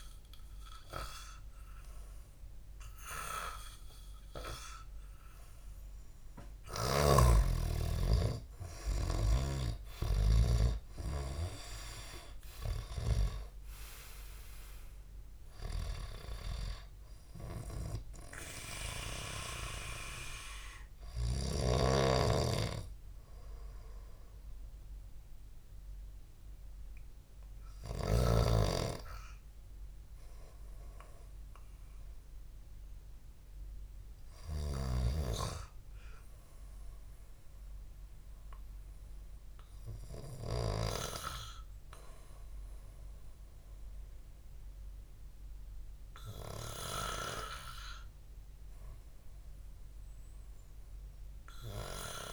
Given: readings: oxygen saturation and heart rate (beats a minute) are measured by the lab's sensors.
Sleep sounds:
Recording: breathing in sleep by a room microphone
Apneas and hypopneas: none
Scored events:
9.00-13.50 s: arousal
From the record:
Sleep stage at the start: N2 (light sleep)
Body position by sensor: on the back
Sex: male

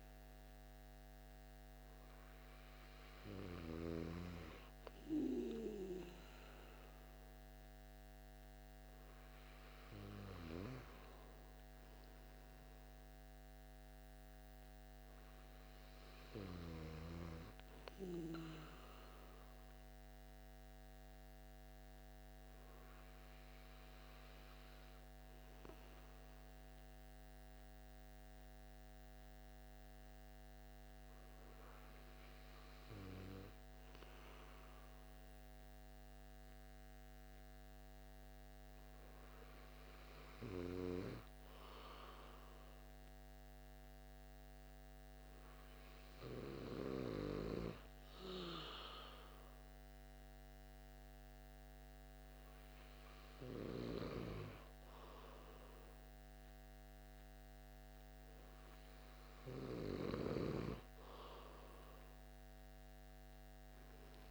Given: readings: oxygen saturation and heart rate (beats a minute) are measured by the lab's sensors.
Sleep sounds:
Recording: breathing in sleep by a microphone on the trachea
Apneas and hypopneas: 1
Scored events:
0.00-2.00 s: arousal
26.00-47.00 s: hypopnea (oxygen 95% before, 93% lowest)
63.00-64.31 s: arousal
From the record:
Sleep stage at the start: N2 (light sleep)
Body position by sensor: on the right side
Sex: male

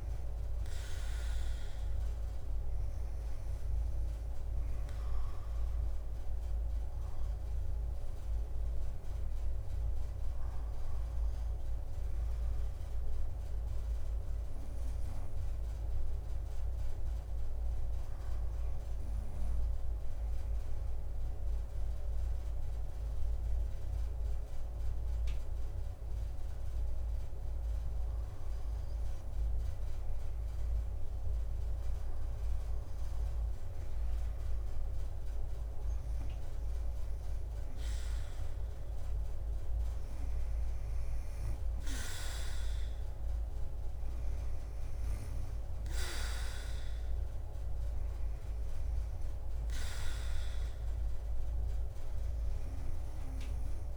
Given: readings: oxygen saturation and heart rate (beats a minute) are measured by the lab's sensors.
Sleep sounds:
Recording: breathing in sleep, hard to hear, by a room microphone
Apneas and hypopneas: 1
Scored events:
0.00-3.50 s: oxygen desaturation (device-marked, oxygen 88% lowest, heart rate 56 extreme)
0.00-5.50 s: drop in pulse transit time (device-marked, heart rate 63 extreme)
11.50-35.00 s: obstructive apnea (oxygen 93% before, 95% lowest, heart rate 73 before, 56 extreme, up 7 after)
25.00-26.50 s: leg movement (device-marked)
31.50-53.97 s: drop in pulse transit time (device-marked, heart rate 58 before, 56 extreme)
38.50-42.00 s: arousal
From the record:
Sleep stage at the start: REM sleep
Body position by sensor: on the back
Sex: female

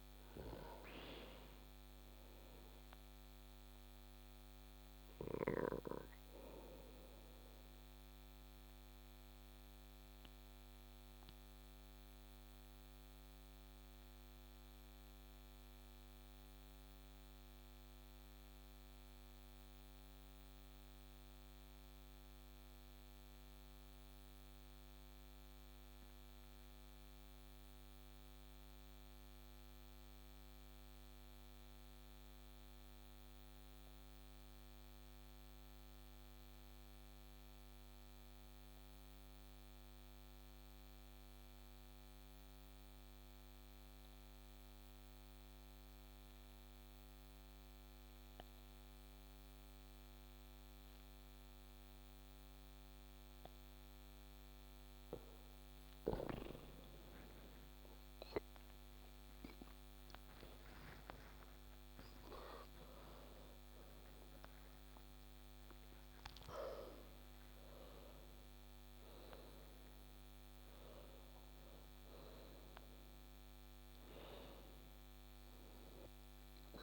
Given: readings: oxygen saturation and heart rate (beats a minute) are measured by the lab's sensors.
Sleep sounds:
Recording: breathing in sleep by a microphone on the trachea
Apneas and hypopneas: 1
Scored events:
0.00-5.00 s: oxygen desaturation (device-marked, oxygen 93% lowest)
7.50-54.50 s: obstructive apnea (oxygen 96% before, 90% lowest)
46.00-73.00 s: oxygen desaturation (device-marked, oxygen 97% before, 91% lowest)
58.00-63.50 s: arousal
From the record:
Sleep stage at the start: N2 (light sleep)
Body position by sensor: on the back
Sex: male

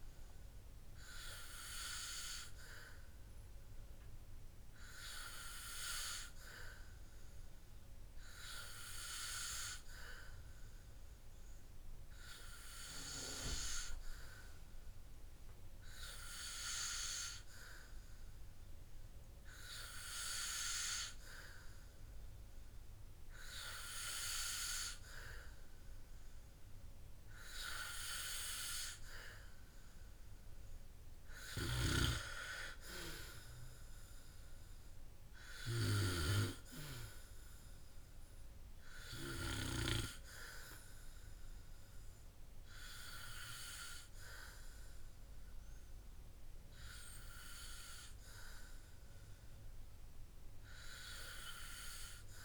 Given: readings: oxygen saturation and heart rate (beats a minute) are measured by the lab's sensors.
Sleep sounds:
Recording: breathing in sleep by a room microphone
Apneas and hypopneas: none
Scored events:
none scored
From the record:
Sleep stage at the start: N2 (light sleep)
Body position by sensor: on the back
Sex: male

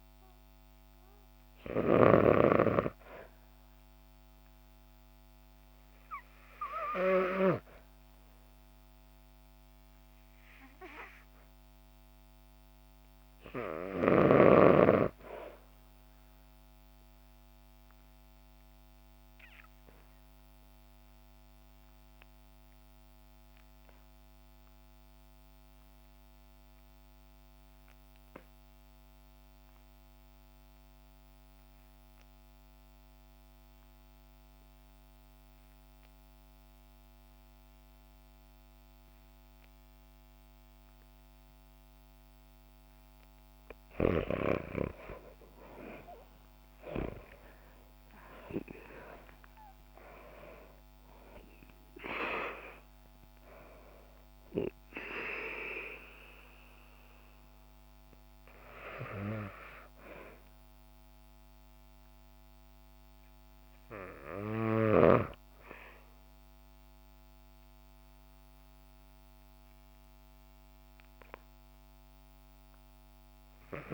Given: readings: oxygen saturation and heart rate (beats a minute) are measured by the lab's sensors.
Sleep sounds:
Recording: breathing in sleep by a microphone on the trachea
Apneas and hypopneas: 1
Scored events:
0.00-9.00 s: oxygen desaturation (device-marked, oxygen 82% lowest, heart rate 57 extreme)
14.50-17.50 s: arousal
19.50-42.50 s: obstructive apnea (oxygen 97% before, 80% lowest, heart rate 67 before, 53 extreme, up 16 after)
34.00-73.94 s: new sleep stage, REM sleep
36.00-73.94 s: oxygen desaturation (device-marked, oxygen 95% before, 80% lowest, heart rate 63 before, 53 extreme)
45.50-50.50 s: arousal
From the record:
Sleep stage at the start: N2 (light sleep)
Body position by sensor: on the back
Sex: female

